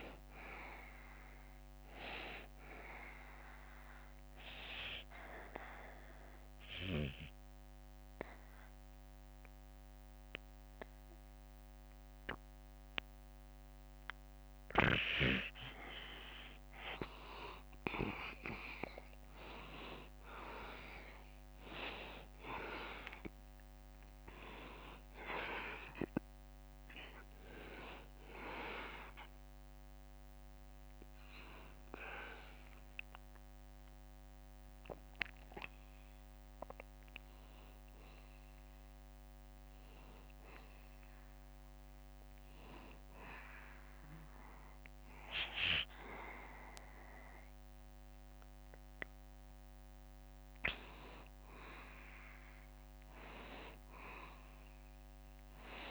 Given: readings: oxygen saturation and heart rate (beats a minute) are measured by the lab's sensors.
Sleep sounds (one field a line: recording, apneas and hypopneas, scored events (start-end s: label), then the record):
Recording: breathing in sleep by a microphone on the trachea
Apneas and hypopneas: 1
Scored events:
5.00-16.50 s: obstructive apnea (oxygen 94% before, 88% lowest, heart rate 74 before, 70 extreme, up 3 after)
20.00-23.00 s: arousal
22.50-42.50 s: oxygen desaturation (device-marked, oxygen 94% before, 88% lowest, heart rate 73 before, 71 extreme)
From the record:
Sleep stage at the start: N2 (light sleep)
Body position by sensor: on the back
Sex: male